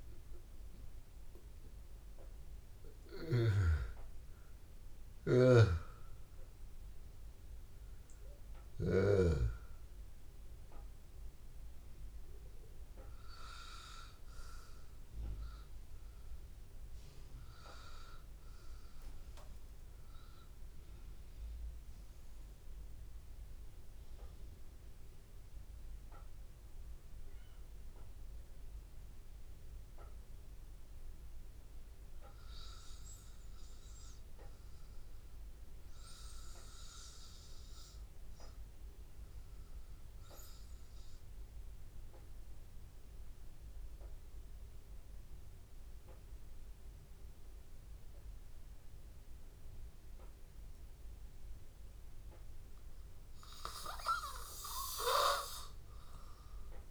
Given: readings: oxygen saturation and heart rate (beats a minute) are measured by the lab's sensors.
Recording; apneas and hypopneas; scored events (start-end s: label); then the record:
breathing in sleep by a room microphone; 1
0.00-16.50 s: oxygen desaturation (device-marked, oxygen 89% lowest, heart rate 82 extreme)
20.00-50.50 s: mixed apnea (oxygen 100% before, 93% lowest, heart rate 86 before, 82 extreme, up 1 after)
40.50-56.91 s: oxygen desaturation (device-marked, oxygen 98% before, 93% lowest, heart rate 83 before, 82 extreme)
53.00-56.91 s: arousal
From the record:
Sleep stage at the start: N2 (light sleep); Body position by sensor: on the back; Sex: male